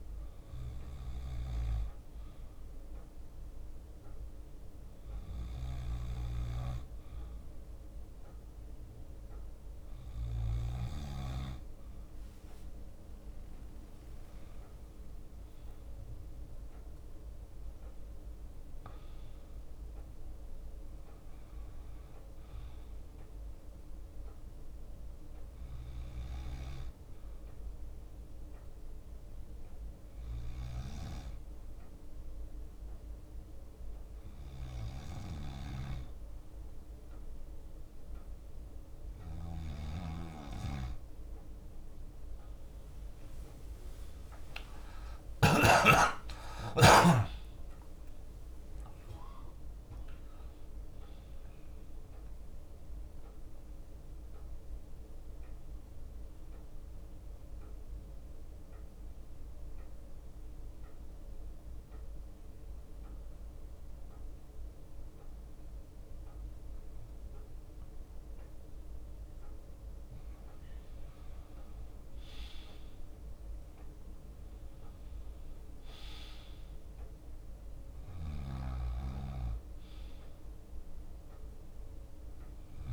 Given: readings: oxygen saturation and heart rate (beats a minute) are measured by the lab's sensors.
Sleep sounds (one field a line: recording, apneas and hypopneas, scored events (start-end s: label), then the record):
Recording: breathing in sleep by a room microphone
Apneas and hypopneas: 2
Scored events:
0.00-2.50 s: bradycardia (device-marked, heart rate 57 extreme)
1.00-7.00 s: leg movement (device-marked)
6.00-8.00 s: long interval between heartbeats (device-marked, heart rate 58 before, 68 extreme)
8.00-18.50 s: leg movement (device-marked)
14.00-18.50 s: arousal
18.50-20.50 s: leg movement (device-marked)
21.50-40.50 s: bradycardia (device-marked, heart rate 68 before, 56 extreme)
24.50-31.00 s: leg movement (device-marked)
28.00-39.00 s: hypopnea (oxygen 98% before, 95% lowest, heart rate 63 before, 57 extreme, up 9 after)
28.50-30.50 s: drop in pulse transit time (device-marked, heart rate 62 before, 56 extreme)
41.50-56.50 s: drop in pulse transit time (device-marked, heart rate 58 before, 58 extreme)
42.00-45.50 s: arousal
57.50-68.00 s: mixed apnea (oxygen 97% before, 95% lowest, heart rate 64 before, 56 extreme, up 4 after)
58.50-71.50 s: bradycardia (device-marked, heart rate 68 before, 56 extreme)
62.00-71.00 s: leg movement (device-marked)
71.00-75.00 s: arousal
75.00-77.50 s: leg movement (device-marked)
76.50-82.93 s: drop in pulse transit time (device-marked, heart rate 59 before, 58 extreme)
77.50-82.93 s: leg movement (device-marked)
79.50-82.93 s: bradycardia (device-marked, heart rate 67 before, 57 extreme)
80.50-82.93 s: oxygen desaturation (device-marked, oxygen 100% before, 95% lowest, heart rate 58 before, 57 extreme)
From the record:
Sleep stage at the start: N2 (light sleep)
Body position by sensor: on the left side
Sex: male